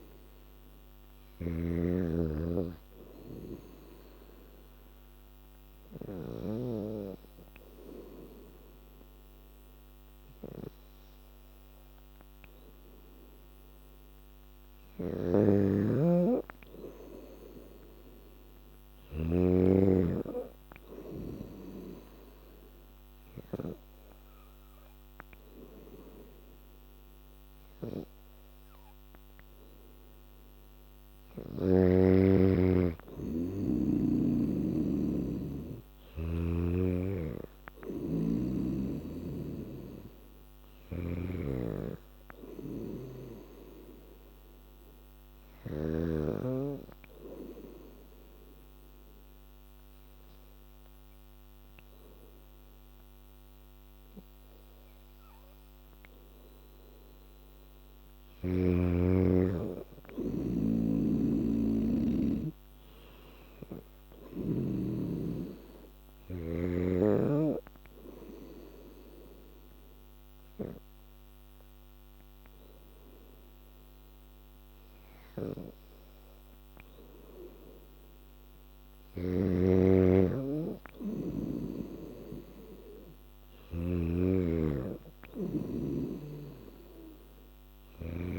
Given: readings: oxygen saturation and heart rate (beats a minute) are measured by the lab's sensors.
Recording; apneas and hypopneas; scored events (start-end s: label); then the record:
breathing in sleep by a microphone on the trachea; 3
0.00-6.50 s: snoring (device-marked)
4.50-15.00 s: obstructive apnea (oxygen 98% before, 92% lowest, heart rate 86 before, 80 extreme, up 5 after)
15.00-19.50 s: snoring (device-marked)
16.50-19.50 s: arousal
18.50-29.50 s: oxygen desaturation (device-marked, oxygen 97% before, 94% lowest, heart rate 83 before, 79 extreme)
39.00-46.00 s: snoring (device-marked)
39.50-43.00 s: arousal
45.00-56.50 s: obstructive apnea (oxygen 97% before, 92% lowest, heart rate 82 before, 80 extreme, up 4 after)
58.50-61.50 s: arousal
60.50-64.50 s: snoring (device-marked)
60.50-74.50 s: oxygen desaturation (device-marked, oxygen 98% before, 92% lowest, heart rate 82 before, 80 extreme)
67.00-78.00 s: hypopnea (oxygen 98% before, 92% lowest, heart rate 82 before, 80 extreme, up 2 after)
71.50-88.39 s: new sleep stage, N3 (deep sleep)
79.00-88.39 s: snoring (device-marked)
80.00-83.50 s: arousal
From the record:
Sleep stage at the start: N2 (light sleep); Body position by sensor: on the back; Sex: female